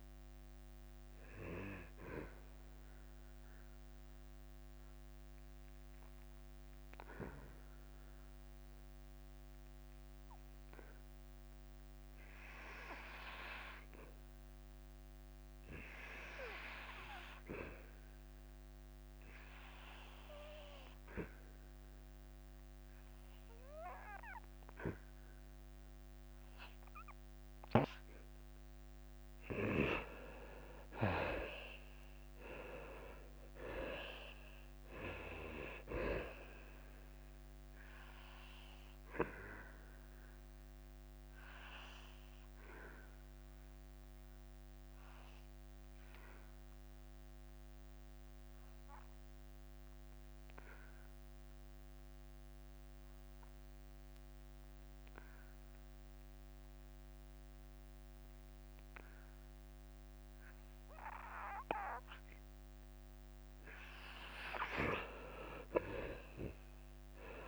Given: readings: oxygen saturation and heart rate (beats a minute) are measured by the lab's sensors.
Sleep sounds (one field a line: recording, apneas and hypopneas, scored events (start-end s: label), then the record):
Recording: breathing in sleep by a microphone on the trachea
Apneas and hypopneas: 2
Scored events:
0.00-1.00 s: drop in pulse transit time (device-marked, heart rate 92 extreme)
1.00-28.00 s: obstructive apnea (oxygen 98% before, 75% lowest, heart rate 96 before, 85 extreme, up 6 after)
7.00-13.00 s: oxygen desaturation (device-marked, oxygen 93% before, 75% lowest, heart rate 97 before, 85 extreme)
30.00-58.00 s: oxygen desaturation (device-marked, oxygen 97% before, 85% lowest, heart rate 88 before, 85 extreme)
30.50-34.50 s: arousal
32.00-45.00 s: drop in pulse transit time (device-marked, heart rate 88 before, 90 extreme)
40.00-63.00 s: obstructive apnea (oxygen 98% before, 84% lowest, heart rate 90 before, 85 extreme, up 4 after)
65.00-67.48 s: drop in pulse transit time (device-marked, heart rate 89 before, 85 extreme)
66.00-67.48 s: arousal
From the record:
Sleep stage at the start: N2 (light sleep)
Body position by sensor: on the back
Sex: male